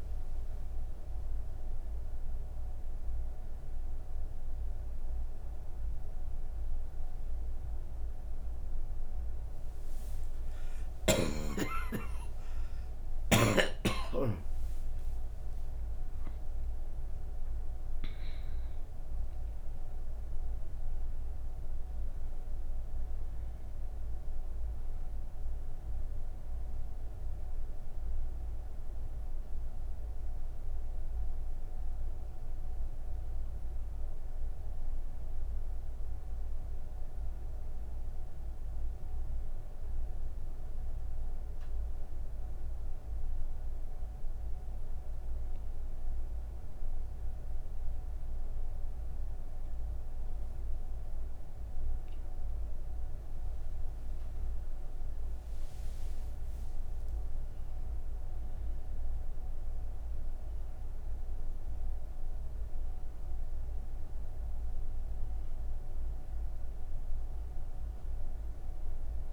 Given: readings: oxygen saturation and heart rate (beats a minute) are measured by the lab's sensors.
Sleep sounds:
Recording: breathing in sleep, hard to hear, by a room microphone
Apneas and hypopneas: none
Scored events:
none scored
From the record:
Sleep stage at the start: N2 (light sleep)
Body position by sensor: on the right side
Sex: female

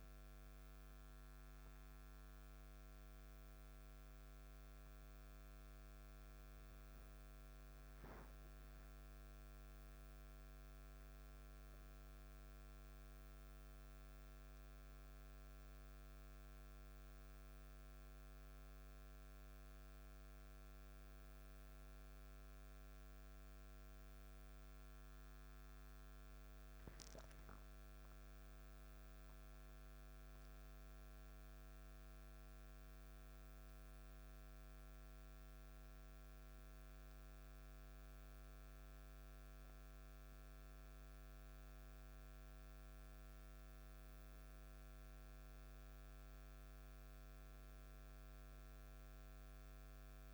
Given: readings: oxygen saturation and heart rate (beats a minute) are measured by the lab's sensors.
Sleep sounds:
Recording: breathing in sleep, hard to hear, by a microphone on the trachea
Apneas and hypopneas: 1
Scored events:
20.00-31.00 s: hypopnea (oxygen 99% before, 95% lowest, heart rate 59 before, 53 extreme, up 1 after)
34.50-38.50 s: arousal
From the record:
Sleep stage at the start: N1 (lightest sleep)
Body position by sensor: on the back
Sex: male

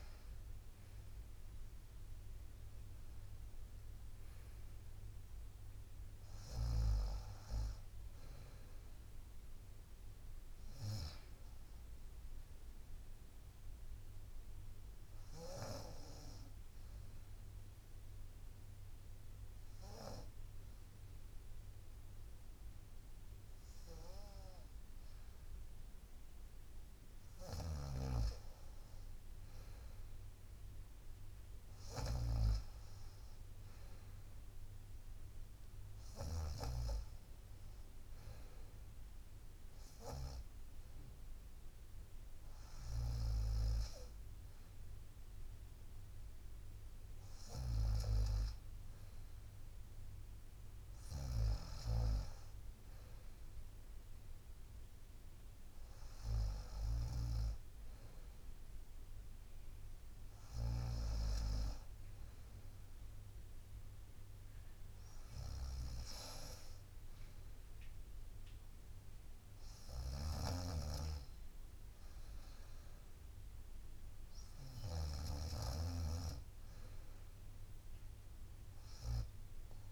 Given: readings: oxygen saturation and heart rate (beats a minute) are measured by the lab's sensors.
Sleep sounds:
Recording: breathing in sleep by a room microphone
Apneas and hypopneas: none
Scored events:
0.00-3.00 s: arousal
27.50-36.50 s: snoring (device-marked)
43.00-61.00 s: snoring (device-marked)
70.00-75.50 s: snoring (device-marked)
From the record:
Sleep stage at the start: N2 (light sleep)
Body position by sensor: on the right side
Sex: female

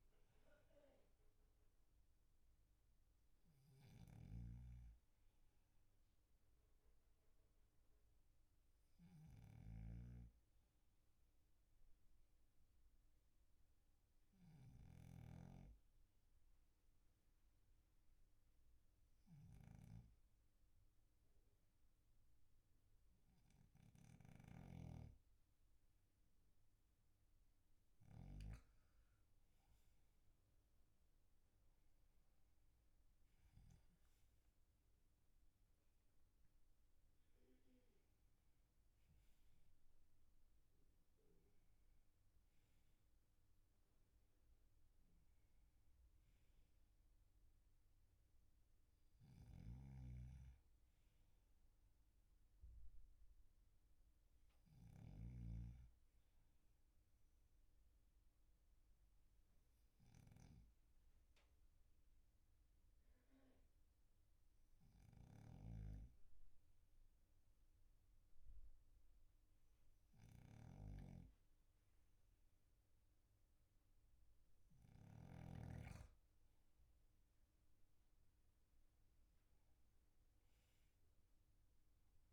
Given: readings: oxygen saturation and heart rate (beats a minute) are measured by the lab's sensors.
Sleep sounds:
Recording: breathing in sleep by a room microphone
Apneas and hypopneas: 2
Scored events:
7.00-9.50 s: arousal
11.50-26.50 s: obstructive apnea (oxygen 96% before, 94% lowest, heart rate 50 before, 44 extreme, up 4 after)
31.50-36.00 s: arousal
50.00-56.00 s: snoring (device-marked)
58.00-73.50 s: hypopnea (oxygen 97% before, 94% lowest, heart rate 50 before, 45 extreme, up 8 after)
75.50-79.50 s: arousal
From the record:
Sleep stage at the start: N2 (light sleep)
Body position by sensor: on the back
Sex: male

